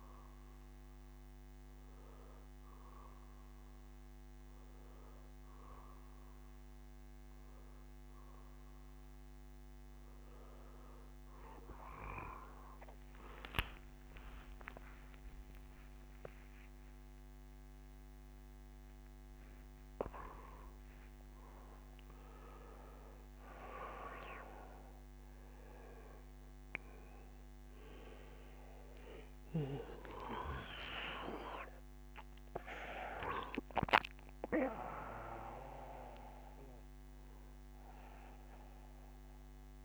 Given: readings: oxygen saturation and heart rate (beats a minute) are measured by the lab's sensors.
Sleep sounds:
breathing in sleep by a microphone on the trachea; none
13.00-18.50 s: arousal
22.50-39.85 s: new sleep stage, N1 (lightest sleep)
From the record:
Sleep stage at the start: N2 (light sleep); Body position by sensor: on the back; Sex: male

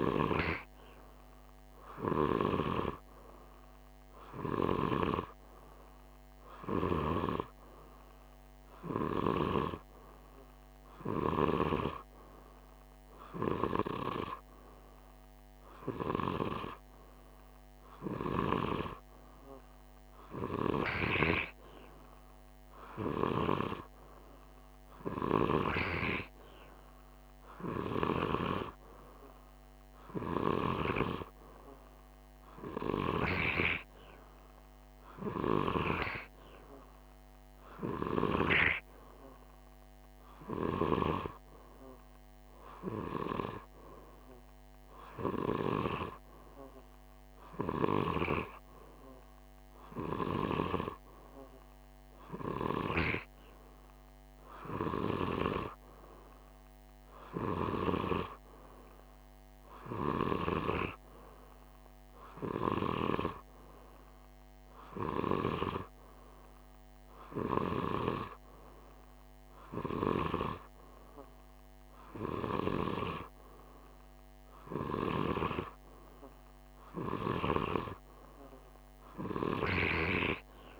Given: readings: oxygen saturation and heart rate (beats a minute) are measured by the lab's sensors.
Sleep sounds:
breathing in sleep by a microphone on the trachea; none
none scored
From the record:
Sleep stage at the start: N2 (light sleep); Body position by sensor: on the right side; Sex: male

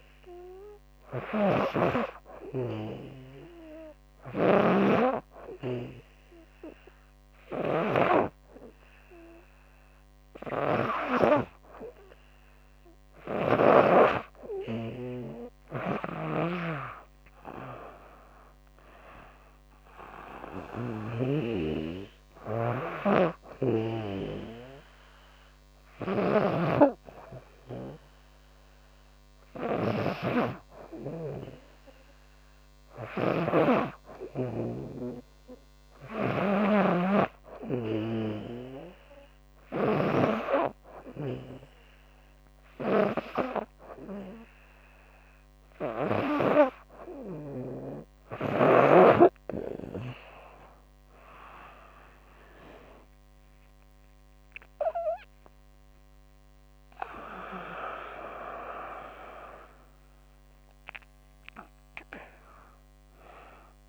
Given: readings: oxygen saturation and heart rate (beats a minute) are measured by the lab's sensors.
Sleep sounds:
breathing in sleep by a microphone on the trachea; none
0.00-10.50 s: snoring (device-marked)
15.00-20.50 s: snoring (device-marked)
22.50-39.50 s: snoring (device-marked)
53.50-56.50 s: arousal
From the record:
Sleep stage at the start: N2 (light sleep); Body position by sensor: on the back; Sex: female

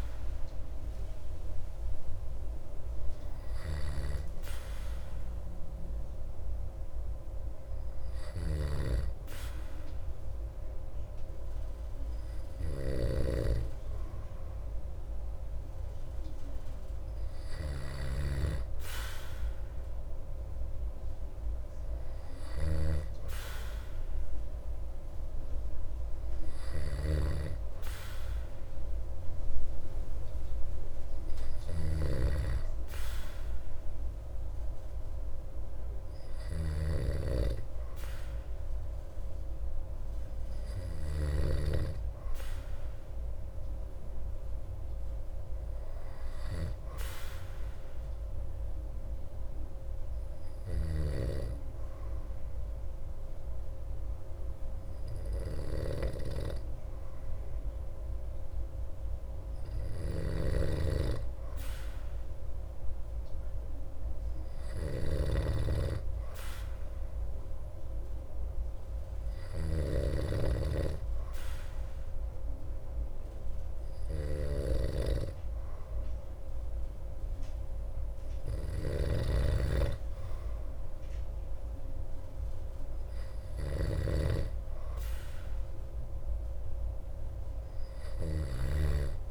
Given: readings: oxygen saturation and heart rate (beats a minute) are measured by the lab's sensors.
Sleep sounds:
breathing in sleep by a room microphone; 1
0.00-41.50 s: snoring (device-marked)
41.50-44.00 s: arousal
47.00-61.00 s: hypopnea (oxygen 96% before, 95% lowest)
50.50-89.31 s: snoring (device-marked)
63.50-67.00 s: arousal
From the record:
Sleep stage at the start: N2 (light sleep); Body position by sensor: on the back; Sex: male

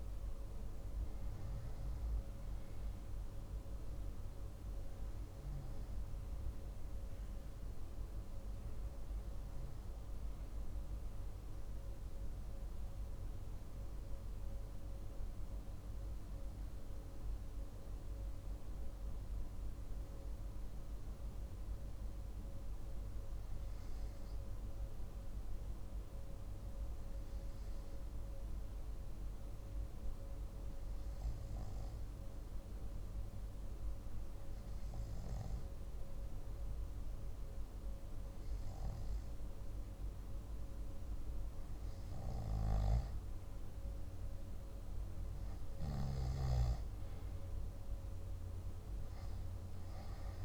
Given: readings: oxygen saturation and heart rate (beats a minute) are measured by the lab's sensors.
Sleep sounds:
breathing in sleep, hard to hear, by a room microphone; 1
0.00-1.00 s: oxygen desaturation (device-marked, oxygen 94% lowest, heart rate 55 extreme)
9.50-13.50 s: arousal
19.50-41.00 s: obstructive apnea (oxygen 98% before, 93% lowest, heart rate 57 before, 52 extreme, up 3 after)
42.00-50.45 s: oxygen desaturation (device-marked, oxygen 97% before, 93% lowest, heart rate 56 before, 52 extreme)
44.50-48.50 s: arousal
From the record:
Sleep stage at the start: N2 (light sleep); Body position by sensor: on the back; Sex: male

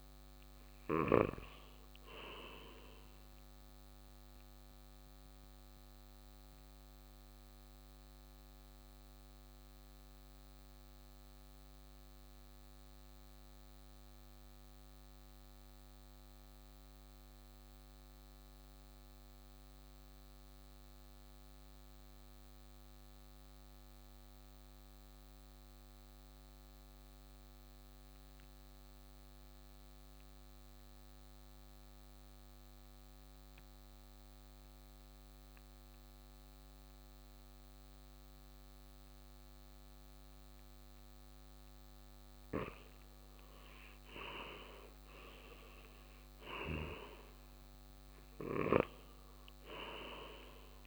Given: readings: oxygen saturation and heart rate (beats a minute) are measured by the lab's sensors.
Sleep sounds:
breathing in sleep by a microphone on the trachea; 1
0.00-21.00 s: oxygen desaturation (device-marked, oxygen 84% lowest, heart rate 53 extreme)
4.50-41.50 s: mixed apnea (oxygen 96% before, 84% lowest, heart rate 63 before, 53 extreme, up 8 after)
35.00-50.87 s: oxygen desaturation (device-marked, oxygen 99% before, 89% lowest, heart rate 56 before, 57 extreme)
43.50-47.50 s: arousal
46.50-50.87 s: snoring (device-marked)
From the record:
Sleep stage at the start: N2 (light sleep); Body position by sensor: on the right side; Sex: male

